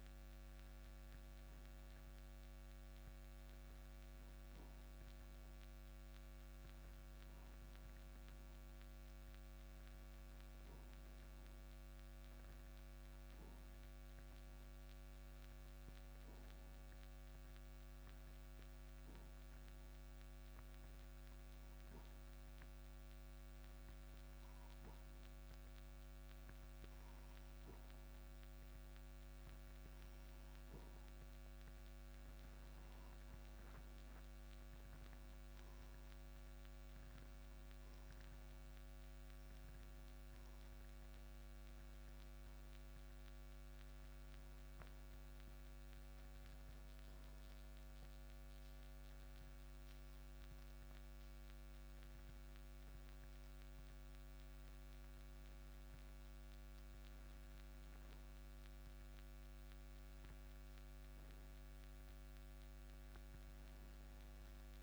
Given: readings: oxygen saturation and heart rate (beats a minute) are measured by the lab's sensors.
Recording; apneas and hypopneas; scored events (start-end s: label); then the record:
breathing in sleep, hard to hear, by a microphone on the trachea; 1
0.00-19.50 s: oxygen desaturation (device-marked, oxygen 84% lowest)
13.50-30.50 s: obstructive apnea (oxygen 93% before, 84% lowest)
34.00-39.50 s: arousal
40.50-64.83 s: oxygen desaturation (device-marked, oxygen 98% before, 92% lowest, heart rate 126 before, 125 extreme)
From the record:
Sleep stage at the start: N2 (light sleep); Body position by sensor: on the right side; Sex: male